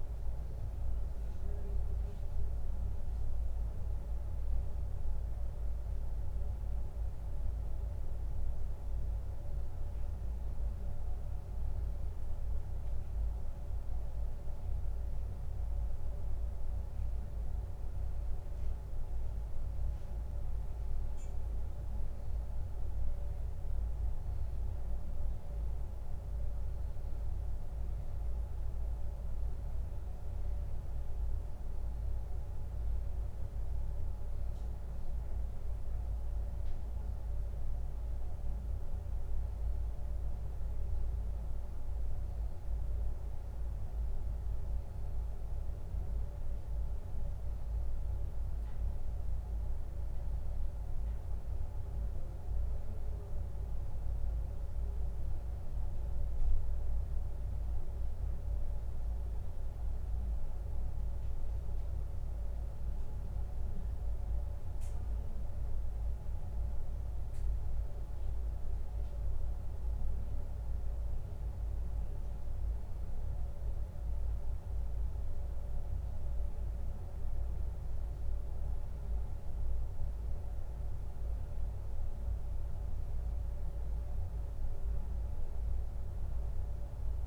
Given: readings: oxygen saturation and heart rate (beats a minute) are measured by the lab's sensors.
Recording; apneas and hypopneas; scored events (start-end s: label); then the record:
breathing in sleep, hard to hear, by a room microphone; none
none scored
From the record:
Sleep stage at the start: N1 (lightest sleep); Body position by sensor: on the back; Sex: male